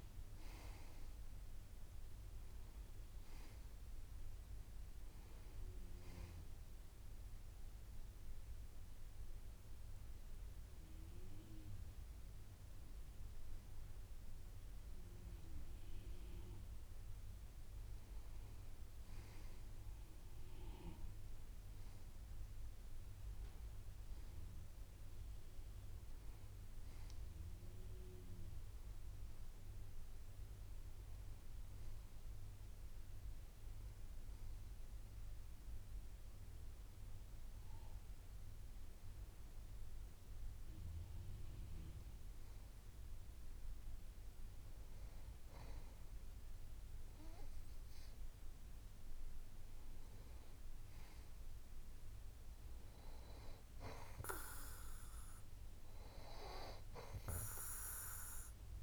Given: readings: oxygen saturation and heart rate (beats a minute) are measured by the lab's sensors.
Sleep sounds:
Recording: breathing in sleep by a room microphone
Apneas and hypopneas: none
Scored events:
none scored
From the record:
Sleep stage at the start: N2 (light sleep)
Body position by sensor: on the back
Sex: male

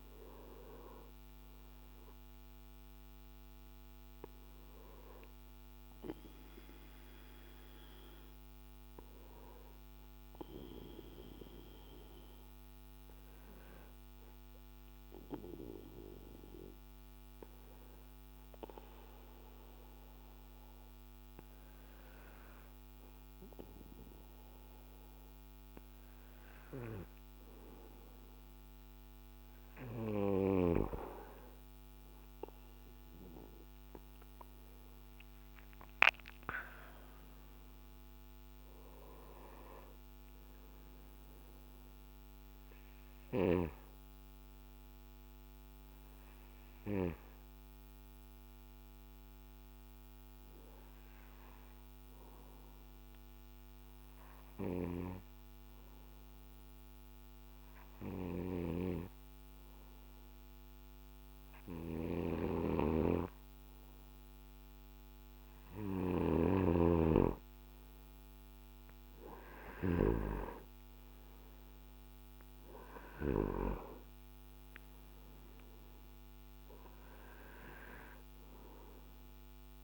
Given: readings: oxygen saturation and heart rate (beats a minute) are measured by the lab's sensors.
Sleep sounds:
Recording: breathing in sleep by a microphone on the trachea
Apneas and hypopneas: 2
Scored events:
0.00-26.50 s: oxygen desaturation (device-marked, oxygen 91% lowest, heart rate 55 extreme)
9.00-26.00 s: obstructive apnea (oxygen 94% before, 91% lowest, heart rate 60 before, 55 extreme, up 1 after)
29.00-34.50 s: arousal
46.00-65.50 s: hypopnea (oxygen 96% before, 92% lowest, heart rate 62 before, 55 extreme, up 5 after)
62.00-70.00 s: snoring (device-marked)
68.00-73.00 s: arousal
From the record:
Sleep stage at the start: N2 (light sleep)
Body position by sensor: on the back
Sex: male

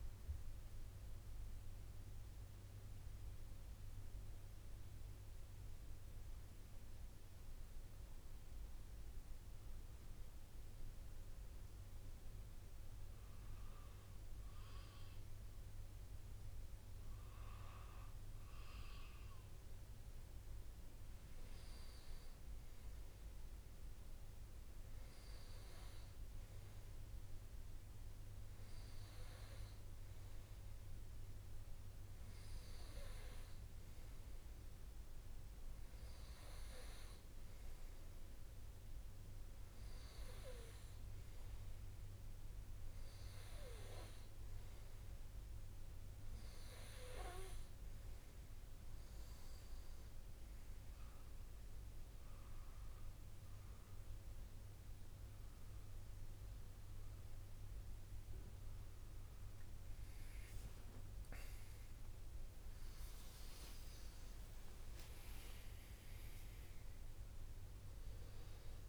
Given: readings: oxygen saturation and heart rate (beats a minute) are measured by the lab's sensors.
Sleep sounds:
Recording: breathing in sleep, hard to hear, by a room microphone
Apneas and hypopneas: none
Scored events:
62.00-68.89 s: new sleep stage, N1 (lightest sleep)
64.50-68.89 s: arousal
From the record:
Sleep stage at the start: N2 (light sleep)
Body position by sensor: on the right side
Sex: male

